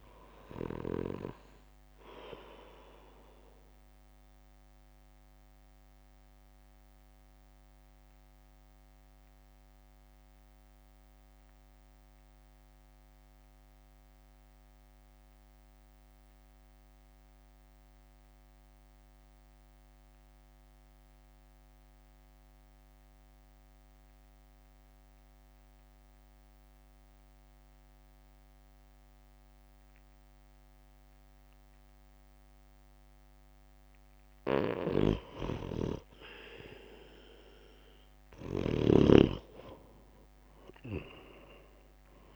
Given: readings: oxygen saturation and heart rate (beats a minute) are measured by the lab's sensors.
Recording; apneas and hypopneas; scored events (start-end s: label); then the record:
breathing in sleep by a microphone on the trachea; 1
0.00-5.50 s: drop in pulse transit time (device-marked, heart rate 53 extreme)
0.00-6.50 s: oxygen desaturation (device-marked, oxygen 92% lowest, heart rate 53 extreme)
4.50-34.00 s: mixed apnea (oxygen 98% before, 91% lowest, heart rate 58 before, 54 extreme, up 2 after)
36.50-39.50 s: arousal
38.50-42.36 s: drop in pulse transit time (device-marked, heart rate 62 before, 55 extreme)
From the record:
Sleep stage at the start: N2 (light sleep); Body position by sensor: on the right side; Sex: male